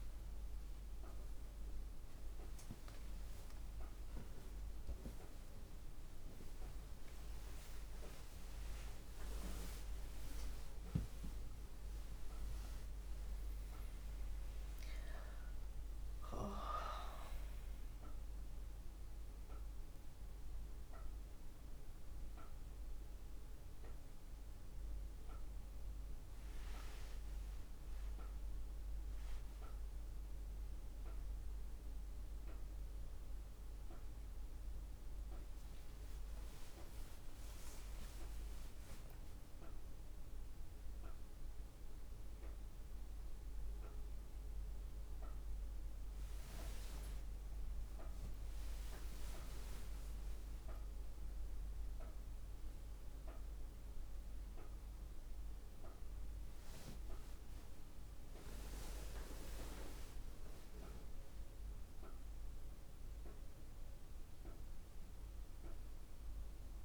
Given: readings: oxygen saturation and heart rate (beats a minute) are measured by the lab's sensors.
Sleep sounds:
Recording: a person awake in a sleep study, by a room microphone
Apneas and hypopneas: none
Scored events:
0.00-3.50 s: oxygen desaturation (device-marked, oxygen 94% lowest, heart rate 61 extreme)
0.50-60.50 s: new sleep stage, awake
60.50-66.85 s: new sleep stage, N1 (lightest sleep)
From the record:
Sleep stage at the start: N1 (lightest sleep)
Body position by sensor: on the back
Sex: female

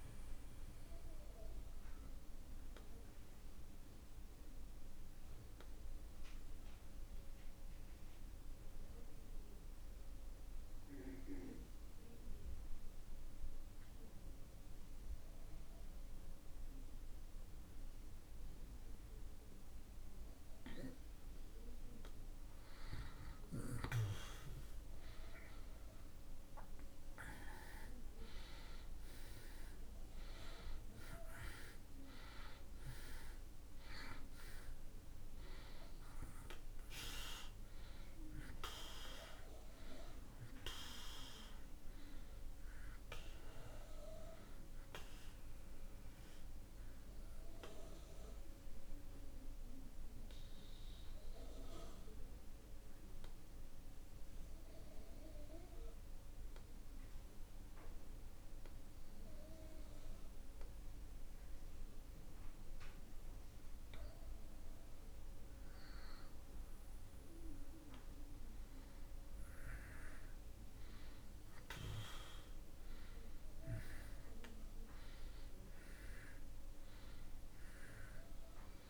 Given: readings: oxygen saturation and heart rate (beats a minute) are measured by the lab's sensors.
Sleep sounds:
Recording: breathing in sleep by a room microphone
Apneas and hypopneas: 2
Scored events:
0.00-10.50 s: oxygen desaturation (device-marked, oxygen 83% lowest)
0.50-20.50 s: obstructive apnea (oxygen 96% before, 80% lowest)
23.00-27.00 s: arousal
28.50-60.50 s: oxygen desaturation (device-marked, oxygen 95% before, 80% lowest)
47.00-65.00 s: obstructive apnea (oxygen 95% before, 80% lowest)
70.50-77.00 s: arousal
From the record:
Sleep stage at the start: N2 (light sleep)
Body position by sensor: on the back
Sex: male

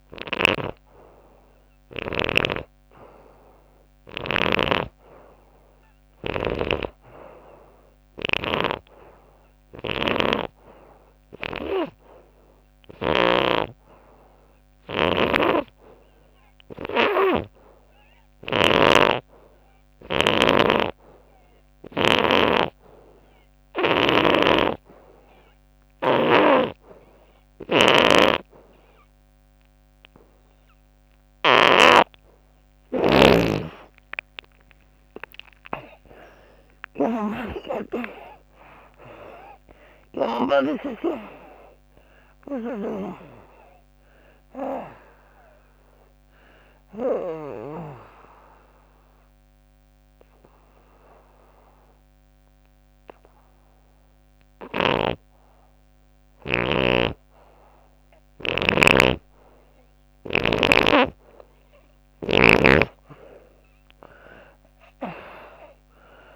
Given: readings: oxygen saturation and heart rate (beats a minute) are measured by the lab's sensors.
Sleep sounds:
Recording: breathing in sleep by a microphone on the trachea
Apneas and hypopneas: 2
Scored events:
0.00-22.00 s: snoring (device-marked)
6.50-63.50 s: oxygen desaturation (device-marked, oxygen 98% before, 76% lowest, heart rate 81 before, 70 extreme)
8.00-30.50 s: obstructive apnea (oxygen 99% before, 76% lowest, heart rate 81 before, 76 extreme, up 33 after)
24.00-37.50 s: snoring (device-marked)
34.50-39.50 s: arousal
48.00-60.50 s: obstructive apnea (oxygen 88% before, 77% lowest, heart rate 101 before, 70 extreme, up 14 after)
54.50-58.50 s: snoring (device-marked)
65.00-66.36 s: arousal
From the record:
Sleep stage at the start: N2 (light sleep)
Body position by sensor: on the back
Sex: female

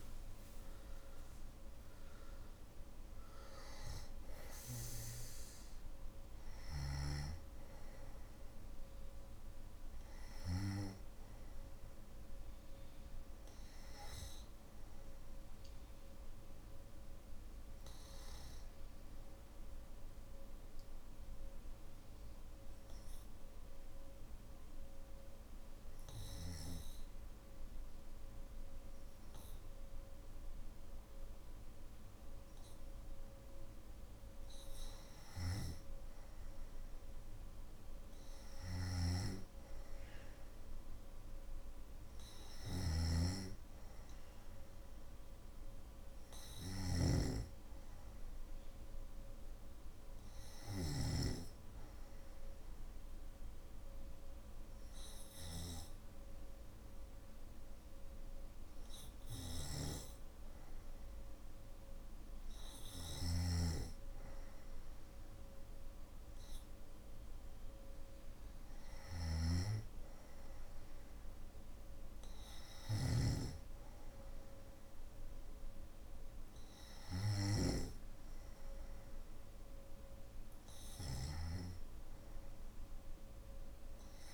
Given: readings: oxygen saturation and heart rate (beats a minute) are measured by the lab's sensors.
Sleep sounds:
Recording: breathing in sleep by a room microphone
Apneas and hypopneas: 1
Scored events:
0.00-26.50 s: oxygen desaturation (device-marked, oxygen 92% lowest, heart rate 51 extreme)
18.00-34.00 s: obstructive apnea (oxygen 96% before, 93% lowest, heart rate 55 before, 52 extreme, up 2 after)
40.50-53.50 s: oxygen desaturation (device-marked, oxygen 98% before, 93% lowest, heart rate 54 before, 52 extreme)
42.00-46.50 s: snoring (device-marked)
62.50-72.50 s: snoring (device-marked)
From the record:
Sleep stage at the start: N2 (light sleep)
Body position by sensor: on the back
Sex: male

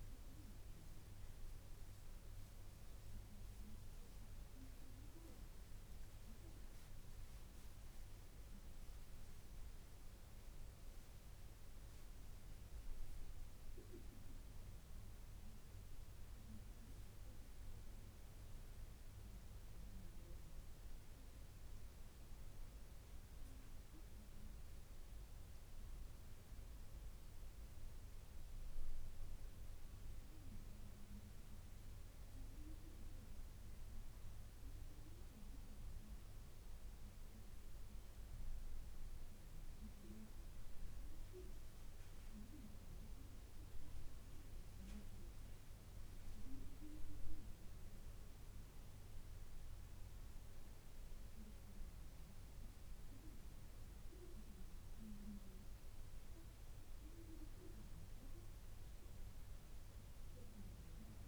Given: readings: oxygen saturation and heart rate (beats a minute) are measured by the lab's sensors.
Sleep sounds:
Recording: breathing in sleep by a room microphone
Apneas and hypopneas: none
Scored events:
none scored
From the record:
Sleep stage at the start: N2 (light sleep)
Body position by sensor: on the back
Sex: female

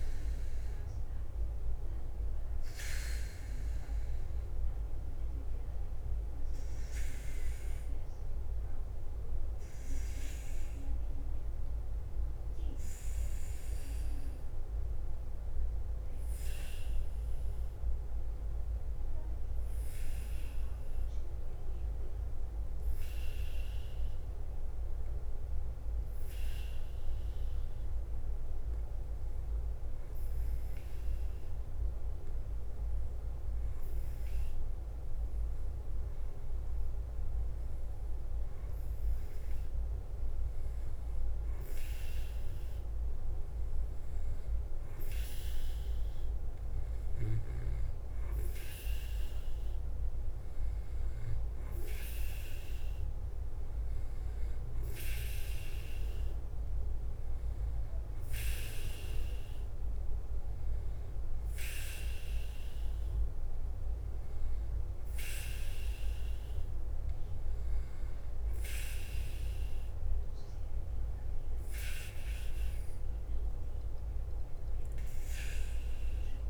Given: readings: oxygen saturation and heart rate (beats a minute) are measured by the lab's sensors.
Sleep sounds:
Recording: breathing in sleep by a room microphone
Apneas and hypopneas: 1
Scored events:
0.00-76.50 s: bradycardia (device-marked, heart rate 44 extreme)
5.50-27.50 s: oxygen desaturation (device-marked, oxygen 97% before, 93% lowest, heart rate 52 before, 48 extreme)
10.00-45.50 s: hypopnea (oxygen 98% before, 93% lowest, heart rate 51 before, 48 extreme, up 1 after)
47.50-51.50 s: arousal
54.50-76.50 s: oxygen desaturation (device-marked, oxygen 98% before, 93% lowest, heart rate 51 before, 50 extreme)
From the record:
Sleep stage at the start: N2 (light sleep)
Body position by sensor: on the back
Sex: male

